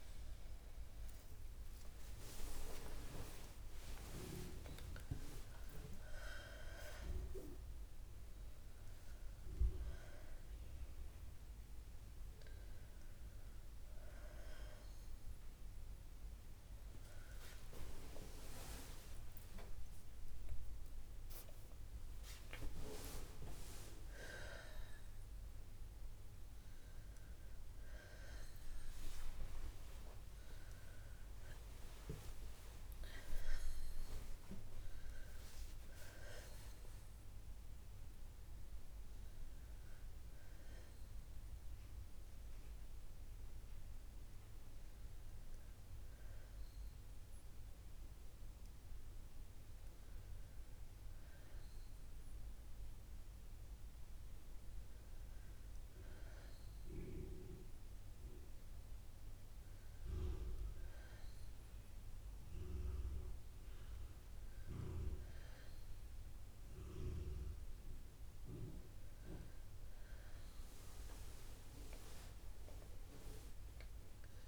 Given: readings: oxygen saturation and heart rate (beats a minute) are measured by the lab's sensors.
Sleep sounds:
a person awake in a sleep study, by a room microphone; none
48.50-74.48 s: new sleep stage, N1 (lightest sleep)
From the record:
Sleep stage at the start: awake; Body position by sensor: on the back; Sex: female

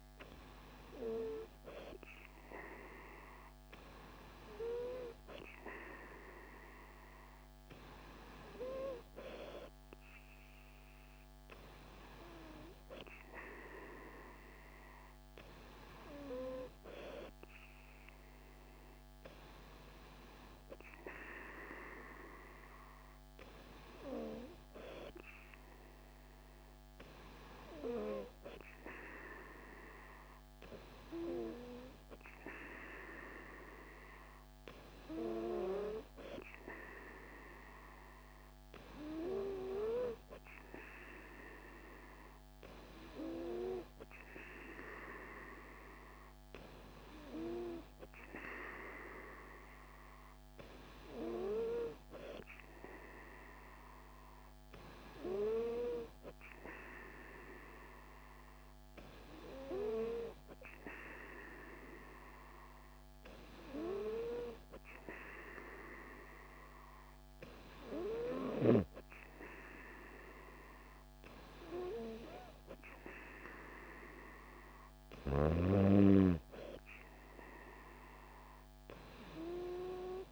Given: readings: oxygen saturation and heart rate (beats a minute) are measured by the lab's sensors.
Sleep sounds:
breathing in sleep by a microphone on the trachea; none
none scored
From the record:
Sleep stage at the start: N3 (deep sleep); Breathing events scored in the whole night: 198 in 7.2 hours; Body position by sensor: on the right side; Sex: female

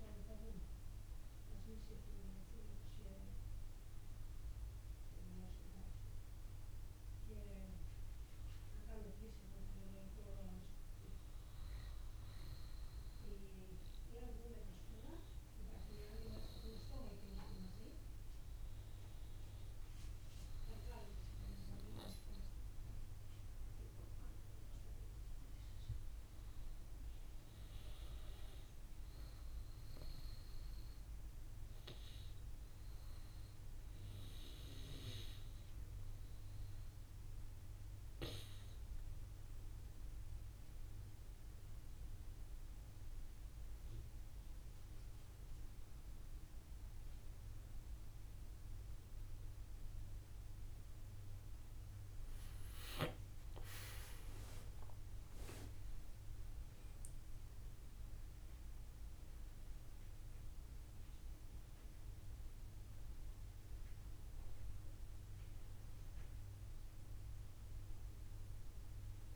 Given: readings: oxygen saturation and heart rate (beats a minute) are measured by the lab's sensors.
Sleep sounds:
breathing in sleep by a room microphone; 1
24.00-26.50 s: arousal
28.00-39.00 s: hypopnea (oxygen 95% before, 88% lowest, heart rate 67 before, 64 extreme, up 6 after)
41.00-44.50 s: arousal
43.00-69.00 s: oxygen desaturation (device-marked, oxygen 93% before, 88% lowest, heart rate 66 before, 58 extreme)
52.00-66.00 s: drop in pulse transit time (device-marked, heart rate 66 before, 67 extreme)
From the record:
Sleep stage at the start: N2 (light sleep); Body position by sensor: on the back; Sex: male

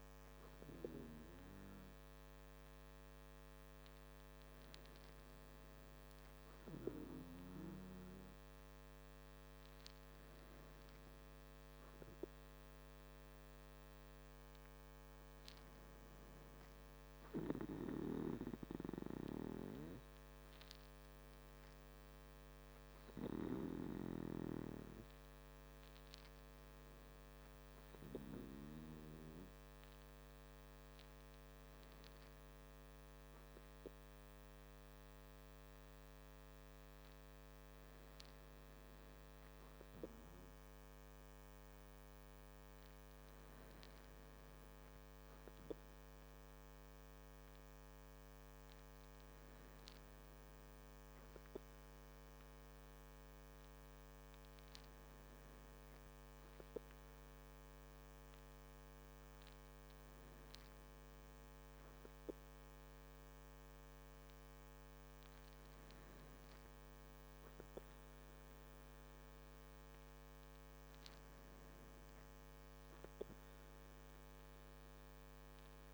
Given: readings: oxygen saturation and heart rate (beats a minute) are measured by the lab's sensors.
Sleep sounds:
breathing in sleep by a microphone on the trachea; none
none scored
From the record:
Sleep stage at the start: N2 (light sleep); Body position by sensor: on the back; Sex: male

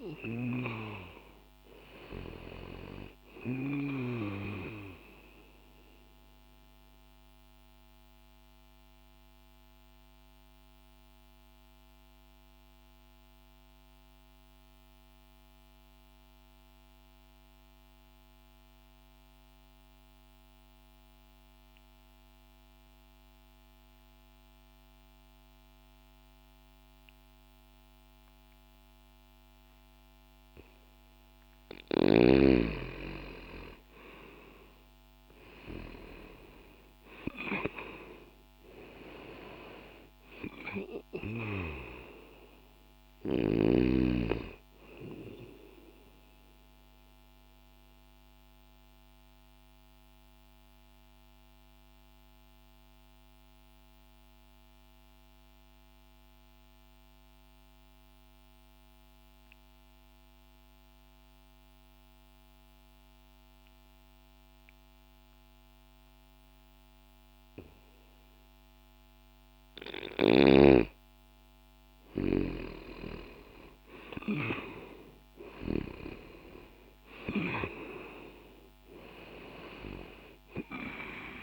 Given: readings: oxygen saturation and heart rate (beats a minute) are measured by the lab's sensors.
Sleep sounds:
breathing in sleep by a microphone on the trachea; 2
0.00-13.00 s: oxygen desaturation (device-marked, oxygen 91% lowest, heart rate 60 extreme)
4.50-30.00 s: mixed apnea (oxygen 97% before, 89% lowest, heart rate 63 before, 60 extreme, up 0 after)
20.00-28.00 s: oxygen desaturation (device-marked, oxygen 94% before, 89% lowest, heart rate 62 before, 60 extreme)
31.50-36.50 s: arousal
35.00-51.00 s: oxygen desaturation (device-marked, oxygen 98% before, 93% lowest, heart rate 60 before, 60 extreme)
46.00-68.00 s: obstructive apnea (oxygen 98% before, 89% lowest, heart rate 60 before, 60 extreme, up 0 after)
61.00-70.00 s: oxygen desaturation (device-marked, oxygen 94% before, 89% lowest, heart rate 60 before, 60 extreme)
71.00-75.00 s: arousal
From the record:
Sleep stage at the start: N2 (light sleep); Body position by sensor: on the back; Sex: male

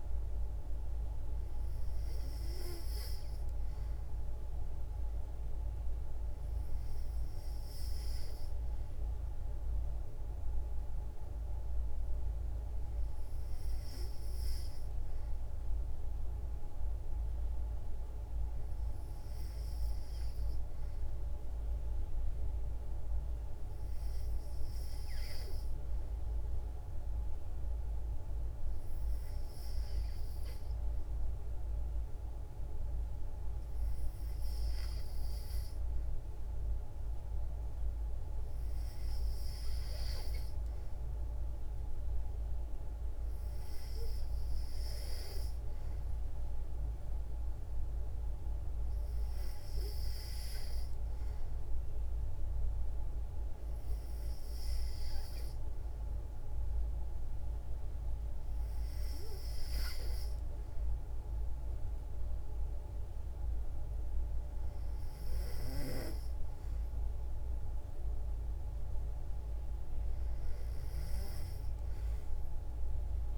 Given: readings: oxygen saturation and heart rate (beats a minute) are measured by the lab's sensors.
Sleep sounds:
breathing in sleep, hard to hear, by a room microphone; none
none scored
From the record:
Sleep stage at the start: N2 (light sleep); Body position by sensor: on the back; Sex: female

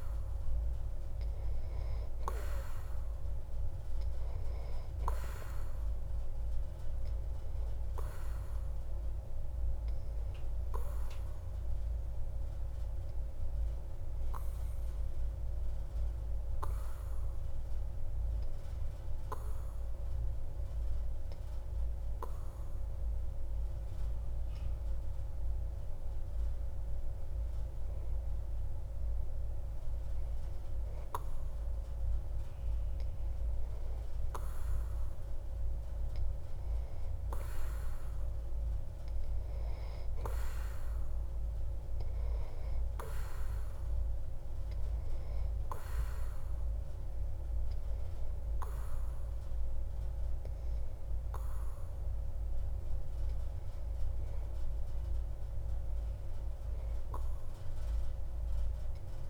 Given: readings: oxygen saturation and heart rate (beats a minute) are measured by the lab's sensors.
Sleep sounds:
breathing in sleep by a room microphone; 1
19.50-32.00 s: hypopnea (oxygen 95% before, 92% lowest)
34.50-38.00 s: arousal
From the record:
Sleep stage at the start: N2 (light sleep); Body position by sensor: on the back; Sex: male

